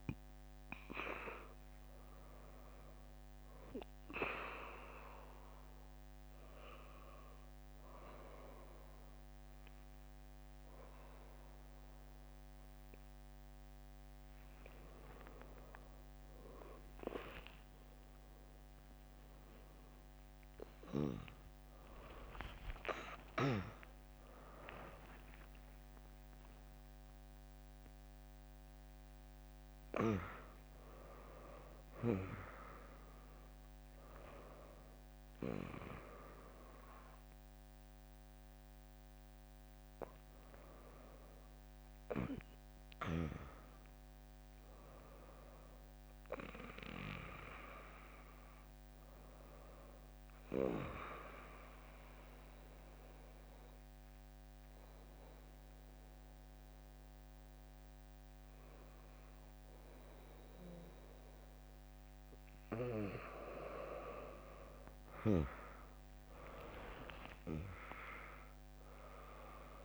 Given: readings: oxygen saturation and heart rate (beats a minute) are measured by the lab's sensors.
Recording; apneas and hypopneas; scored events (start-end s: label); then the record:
breathing in sleep by a microphone on the trachea; 2
3.50-14.00 s: obstructive apnea (oxygen 100% before, 96% lowest, heart rate 85 before, 59 extreme, up 46 after)
17.50-22.00 s: arousal
18.50-27.50 s: tachycardia (device-marked, heart rate 75 before, 129 extreme)
20.50-32.50 s: drop in pulse transit time (device-marked, heart rate 72 before, 89 extreme)
22.50-24.50 s: long interval between heartbeats (device-marked, heart rate 73 before, 117 extreme)
47.00-50.50 s: arousal
52.50-64.00 s: mixed apnea (oxygen 98% before, 96% lowest, heart rate 87 before, 61 extreme, up 8 after)
56.50-69.85 s: new sleep stage, N2 (light sleep)
66.50-69.85 s: arousal
From the record:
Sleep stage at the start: N1 (lightest sleep); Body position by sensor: on the back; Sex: female